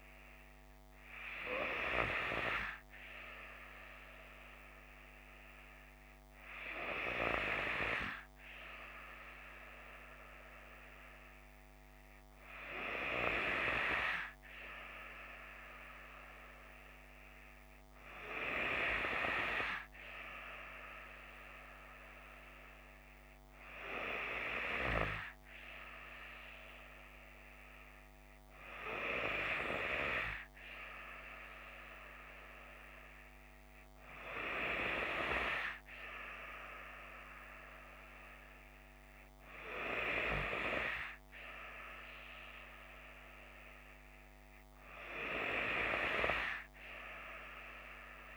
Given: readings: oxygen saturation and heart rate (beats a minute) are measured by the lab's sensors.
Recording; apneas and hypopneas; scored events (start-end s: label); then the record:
breathing in sleep by a microphone on the trachea; none
none scored
From the record:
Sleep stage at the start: N3 (deep sleep); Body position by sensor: on the left side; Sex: female